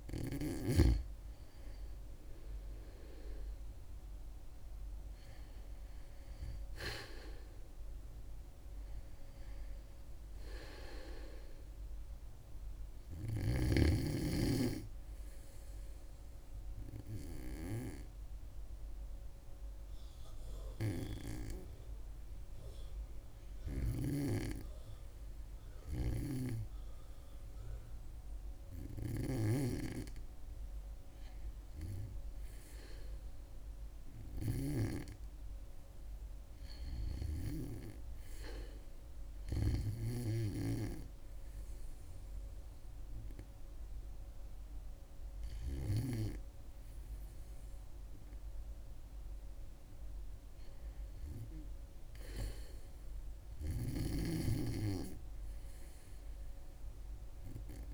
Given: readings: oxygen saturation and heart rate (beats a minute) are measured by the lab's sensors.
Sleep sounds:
breathing in sleep by a room microphone; 1
0.00-5.00 s: oxygen desaturation (device-marked, oxygen 91% lowest, heart rate 69 extreme)
5.50-10.00 s: arousal
15.00-29.50 s: hypopnea (oxygen 97% before, 95% lowest, heart rate 73 before, 69 extreme, up 1 after)
32.50-36.50 s: arousal
From the record:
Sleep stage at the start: REM sleep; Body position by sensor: on the back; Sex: female

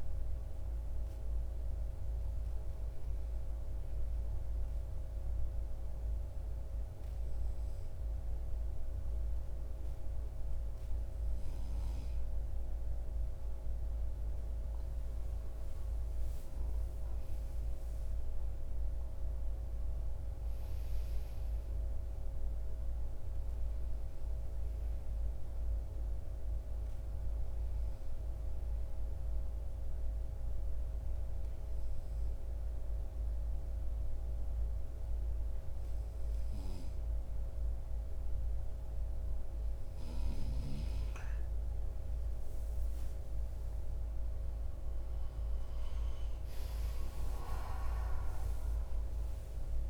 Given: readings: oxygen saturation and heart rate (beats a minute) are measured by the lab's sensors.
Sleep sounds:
breathing in sleep, hard to hear, by a room microphone; 2
0.00-13.00 s: oxygen desaturation (device-marked, oxygen 91% lowest, heart rate 51 extreme)
0.50-12.50 s: hypopnea (oxygen 97% before, 91% lowest, heart rate 58 before, 51 extreme, up 7 after)
14.00-18.50 s: arousal
26.00-38.50 s: hypopnea (oxygen 95% before, 91% lowest, heart rate 54 before, 50 extreme, up 7 after)
41.50-47.50 s: arousal
From the record:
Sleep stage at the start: N2 (light sleep); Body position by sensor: on the right side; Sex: male

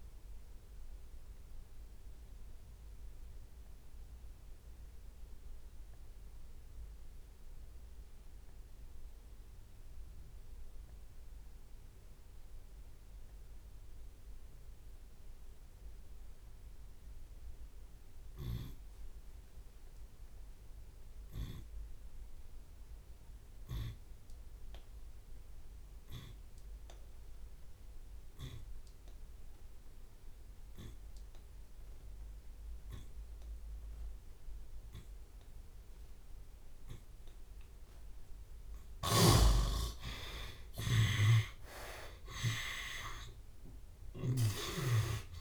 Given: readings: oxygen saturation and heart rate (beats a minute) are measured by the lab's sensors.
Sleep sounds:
breathing in sleep by a room microphone; 1
0.00-1.00 s: drop in pulse transit time (device-marked)
1.00-3.00 s: long interval between heartbeats (device-marked, heart rate 63 before, 52 extreme)
3.00-4.00 s: drop in pulse transit time (device-marked, heart rate 66 before, 51 extreme)
3.50-5.50 s: long interval between heartbeats (device-marked, heart rate 66 before, 51 extreme)
4.50-22.50 s: obstructive apnea (oxygen 97% before, 81% lowest, heart rate 67 before, 48 extreme, up 51 after)
6.00-8.00 s: long interval between heartbeats (device-marked, heart rate 70 before, 66 extreme)
9.50-11.50 s: long interval between heartbeats (device-marked, heart rate 69 before, 90 extreme)
11.00 s: drop in pulse transit time (device-marked)
12.00-24.00 s: oxygen desaturation (device-marked, oxygen 97% before, 81% lowest)
13.50-15.50 s: long interval between heartbeats (device-marked, heart rate 69 before, 74 extreme)
16.50-18.50 s: long interval between heartbeats (device-marked, heart rate 66 before, 52 extreme)
17.00-20.00 s: drop in pulse transit time (device-marked, heart rate 64 before, 48 extreme)
23.00-27.00 s: drop in pulse transit time (device-marked, heart rate 65 before, 57 extreme)
25.50-27.50 s: long interval between heartbeats (device-marked, heart rate 66 before, 90 extreme)
26.00-29.00 s: arousal
30.00-32.00 s: long interval between heartbeats (device-marked, heart rate 69 before, 77 extreme)
34.00-44.00 s: tachycardia (device-marked, heart rate 69 before, 109 extreme)
36.50-38.50 s: long interval between heartbeats (device-marked, heart rate 73 before, 93 extreme)
38.00-45.00 s: drop in pulse transit time (device-marked, heart rate 78 before, 106 extreme)
39.00-41.00 s: long interval between heartbeats (device-marked, heart rate 81 before, 106 extreme)
39.00-44.50 s: snoring (device-marked)
From the record:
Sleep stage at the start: N2 (light sleep); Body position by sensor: on the left side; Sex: male

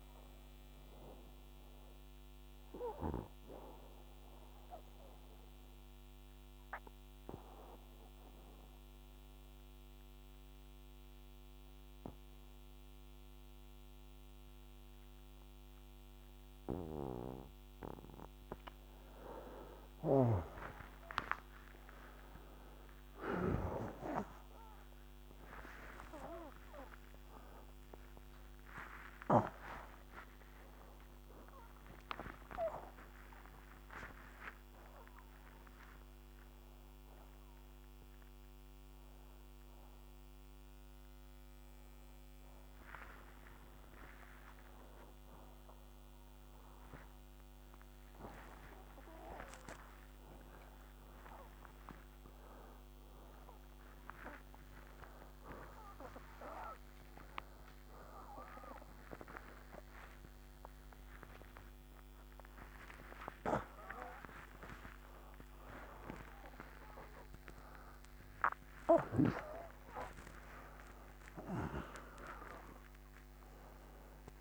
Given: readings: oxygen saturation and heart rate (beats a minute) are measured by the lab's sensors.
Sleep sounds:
a person awake in a sleep study, by a microphone on the trachea; 1
0.00-7.50 s: oxygen desaturation (device-marked, oxygen 91% lowest, heart rate 65 extreme)
0.50-19.00 s: obstructive apnea (oxygen 96% before, 91% lowest, heart rate 79 before, 65 extreme, up 45 after)
8.50-74.41 s: new sleep stage, awake
61.50-66.50 s: oxygen desaturation (device-marked, oxygen 97% before, 94% lowest)
From the record:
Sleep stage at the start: N2 (light sleep); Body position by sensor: on the back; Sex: male

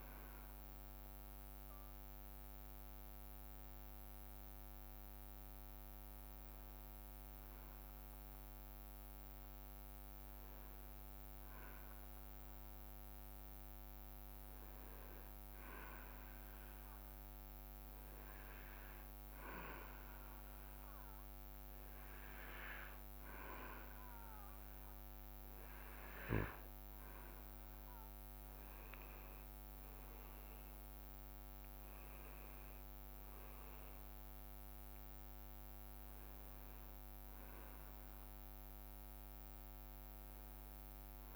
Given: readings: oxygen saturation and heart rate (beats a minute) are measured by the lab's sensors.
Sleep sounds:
breathing in sleep, hard to hear, by a microphone on the trachea; 1
2.50-23.50 s: hypopnea (oxygen 98% before, 95% lowest, heart rate 61 before, 57 extreme, up 4 after)
27.00-32.00 s: arousal
28.00-31.00 s: leg movement (device-marked)
From the record:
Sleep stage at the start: N2 (light sleep); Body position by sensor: on the back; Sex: male

